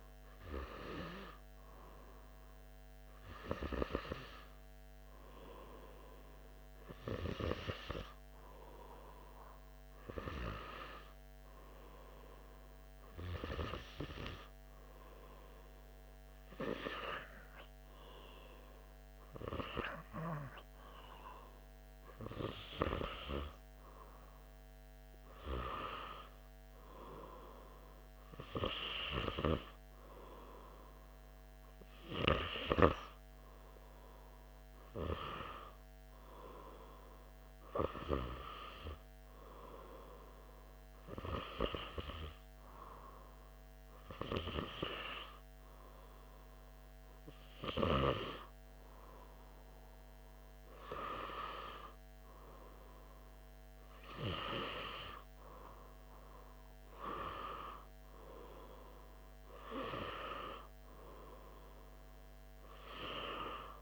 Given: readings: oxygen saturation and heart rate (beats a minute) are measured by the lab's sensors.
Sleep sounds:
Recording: breathing in sleep by a microphone on the trachea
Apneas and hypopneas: none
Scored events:
none scored
From the record:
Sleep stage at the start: N1 (lightest sleep)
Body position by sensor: on the right side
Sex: male

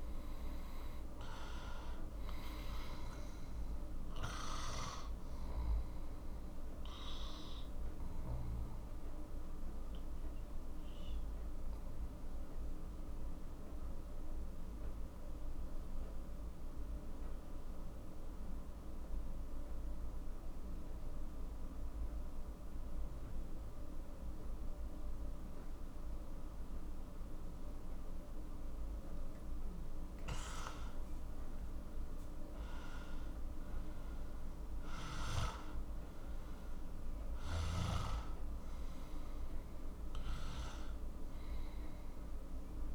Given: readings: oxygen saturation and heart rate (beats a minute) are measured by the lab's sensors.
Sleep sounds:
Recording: breathing in sleep by a room microphone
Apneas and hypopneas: 1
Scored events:
0.00-26.00 s: oxygen desaturation (device-marked, oxygen 90% lowest, heart rate 41 extreme)
5.50-29.00 s: obstructive apnea (oxygen 95% before, 90% lowest, heart rate 52 before, 41 extreme, up 10 after)
30.50-35.00 s: arousal
37.00-42.95 s: oxygen desaturation (device-marked, oxygen 98% before, 91% lowest, heart rate 50 before, 41 extreme)
From the record:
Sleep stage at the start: N2 (light sleep)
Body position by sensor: on the left side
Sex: male

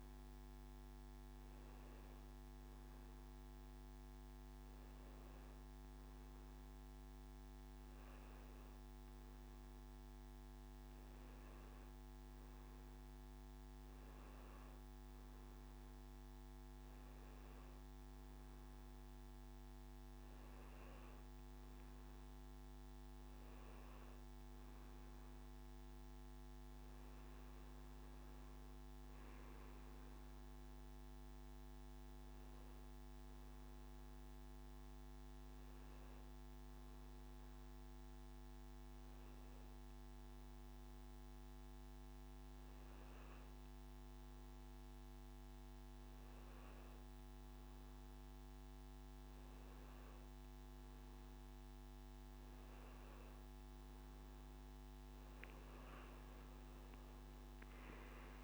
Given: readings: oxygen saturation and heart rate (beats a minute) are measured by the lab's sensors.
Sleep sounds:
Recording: a person partly awake in a sleep study, hard to hear, by a microphone on the trachea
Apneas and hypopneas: none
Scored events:
43.00-58.44 s: new sleep stage, awake
From the record:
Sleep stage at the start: N1 (lightest sleep)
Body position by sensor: on the back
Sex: male

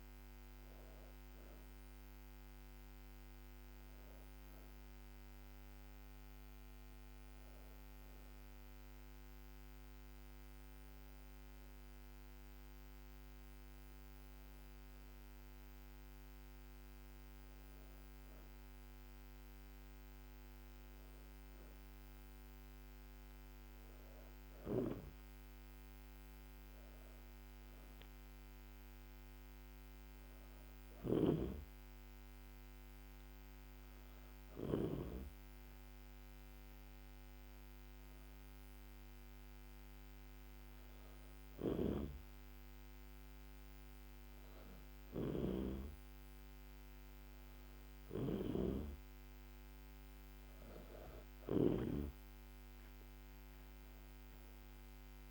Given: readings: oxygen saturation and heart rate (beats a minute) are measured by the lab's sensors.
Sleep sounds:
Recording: breathing in sleep by a microphone on the trachea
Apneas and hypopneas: none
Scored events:
31.00-35.00 s: snoring (device-marked)
45.00-48.50 s: snoring (device-marked)
From the record:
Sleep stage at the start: N2 (light sleep)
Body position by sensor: on the back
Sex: female

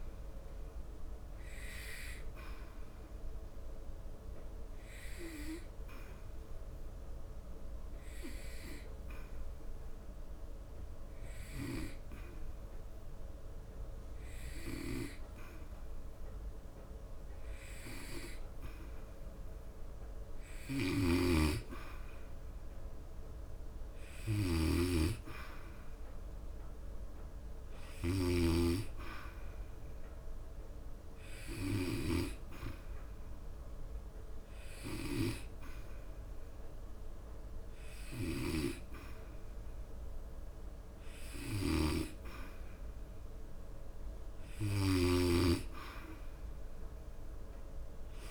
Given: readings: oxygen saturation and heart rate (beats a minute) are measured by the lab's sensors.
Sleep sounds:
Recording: breathing in sleep by a room microphone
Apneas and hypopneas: 1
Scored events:
0.00-11.00 s: oxygen desaturation (device-marked, oxygen 91% lowest, heart rate 68 extreme)
2.50-43.50 s: hypopnea (oxygen 94% before, 91% lowest, heart rate 82 before, 68 extreme, up 3 after)
28.00-44.00 s: oxygen desaturation (device-marked, oxygen 97% before, 92% lowest, heart rate 73 before, 73 extreme)
46.00-48.31 s: arousal
From the record:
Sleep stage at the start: N2 (light sleep)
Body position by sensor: on the back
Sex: male

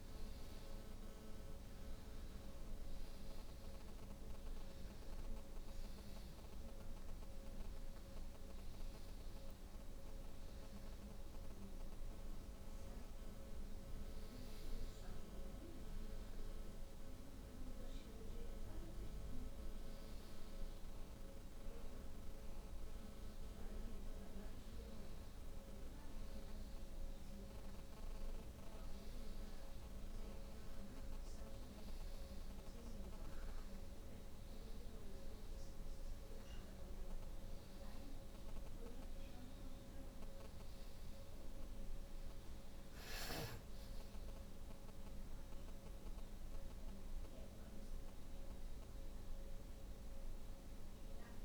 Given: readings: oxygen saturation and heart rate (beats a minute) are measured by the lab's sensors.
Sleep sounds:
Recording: breathing in sleep, hard to hear, by a room microphone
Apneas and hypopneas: none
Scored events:
none scored
From the record:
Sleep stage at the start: N2 (light sleep)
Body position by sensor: on the back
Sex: female

